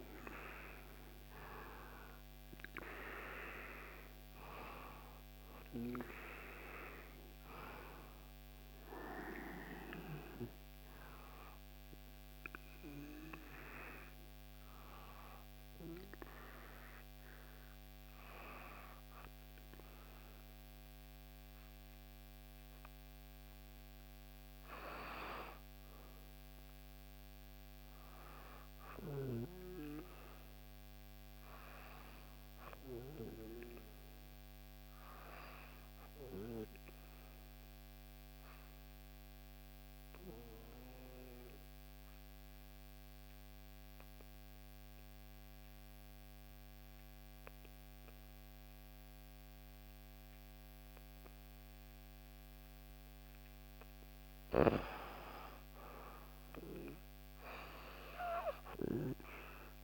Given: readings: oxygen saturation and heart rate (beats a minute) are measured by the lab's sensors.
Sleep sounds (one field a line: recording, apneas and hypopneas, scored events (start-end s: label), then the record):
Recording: breathing in sleep by a microphone on the trachea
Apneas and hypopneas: 2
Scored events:
0.00-1.50 s: arousal
0.50-20.50 s: oxygen desaturation (device-marked, oxygen 95% before, 88% lowest, heart rate 60 before, 58 extreme)
13.00-24.00 s: hypopnea (oxygen 95% before, 88% lowest, heart rate 63 before, 58 extreme, up 5 after)
26.50-30.00 s: arousal
37.00-53.00 s: obstructive apnea (oxygen 98% before, 90% lowest, heart rate 62 before, 59 extreme, up 4 after)
52.50-59.84 s: oxygen desaturation (device-marked, oxygen 96% before, 90% lowest, heart rate 60 before, 59 extreme)
From the record:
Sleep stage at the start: N2 (light sleep)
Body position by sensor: on the back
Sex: female